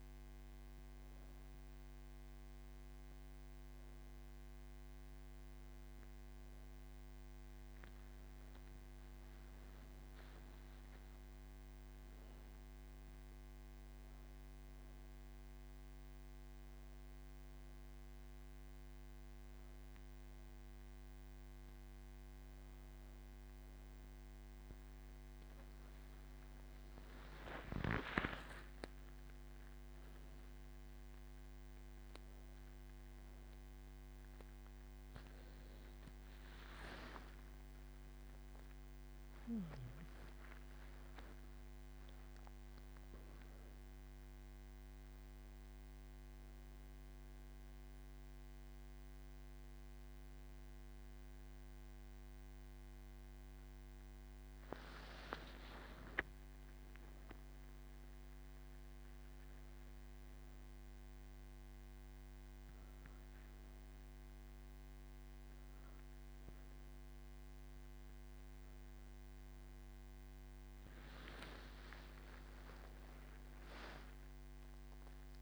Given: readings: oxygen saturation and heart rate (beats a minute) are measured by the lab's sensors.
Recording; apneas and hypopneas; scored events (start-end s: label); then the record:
breathing in sleep by a microphone on the trachea; none
none scored
From the record:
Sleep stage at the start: N2 (light sleep); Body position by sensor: on the back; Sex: female